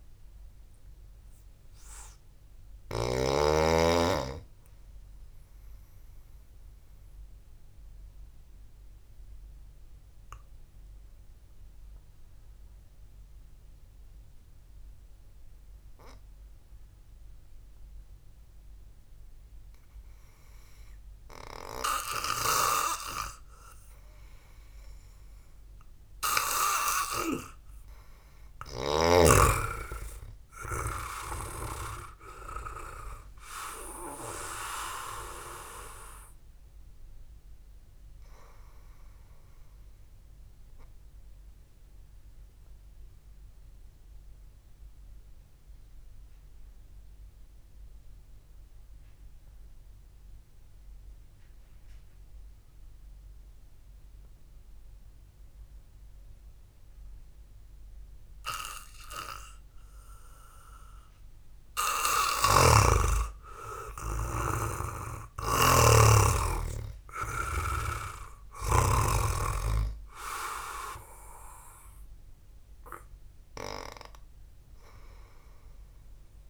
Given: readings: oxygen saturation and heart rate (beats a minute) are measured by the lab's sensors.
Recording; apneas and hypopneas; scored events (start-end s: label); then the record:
breathing in sleep by a room microphone; 2
0.00-23.50 s: oxygen desaturation (device-marked, oxygen 91% lowest, heart rate 54 extreme)
6.50-21.00 s: mixed apnea (oxygen 99% before, 91% lowest, heart rate 58 before, 54 extreme, up 6 after)
30.50-34.50 s: arousal
40.50-61.00 s: obstructive apnea (oxygen 98% before, 90% lowest, heart rate 60 before, 53 extreme)
63.00-69.50 s: snoring (device-marked)
64.00-67.50 s: arousal
64.50-76.49 s: oxygen desaturation (device-marked, oxygen 98% before, 90% lowest, heart rate 64 before, 53 extreme)
From the record:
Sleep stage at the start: N2 (light sleep); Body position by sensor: on the back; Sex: male